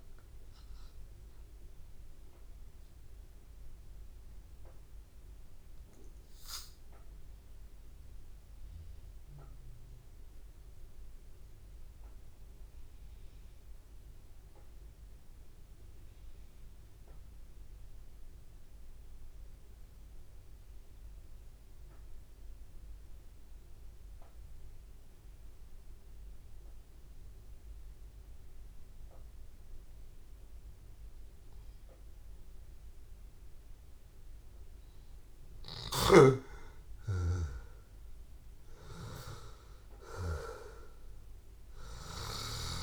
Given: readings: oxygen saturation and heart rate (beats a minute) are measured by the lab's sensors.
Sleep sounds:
breathing in sleep by a room microphone; 1
0.00-6.00 s: oxygen desaturation (device-marked, oxygen 92% lowest, heart rate 78 extreme)
3.00-28.00 s: obstructive apnea (oxygen 96% before, 91% lowest, heart rate 84 before, 82 extreme, up 1 after)
26.00-42.83 s: oxygen desaturation (device-marked, oxygen 98% before, 91% lowest, heart rate 82 before, 81 extreme)
29.50-33.50 s: arousal
From the record:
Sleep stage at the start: N2 (light sleep); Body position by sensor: on the back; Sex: male

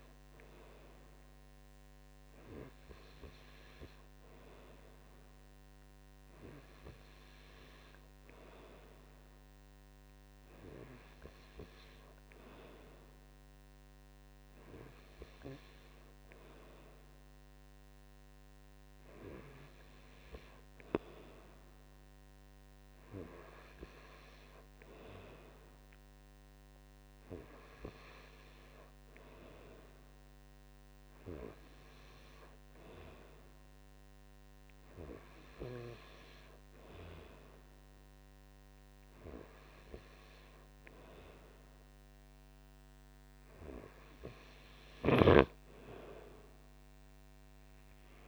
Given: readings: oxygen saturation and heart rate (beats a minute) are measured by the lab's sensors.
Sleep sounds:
breathing in sleep by a microphone on the trachea; none
26.50-28.50 s: long interval between heartbeats (device-marked)
From the record:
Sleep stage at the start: N2 (light sleep); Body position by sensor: on the right side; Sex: male

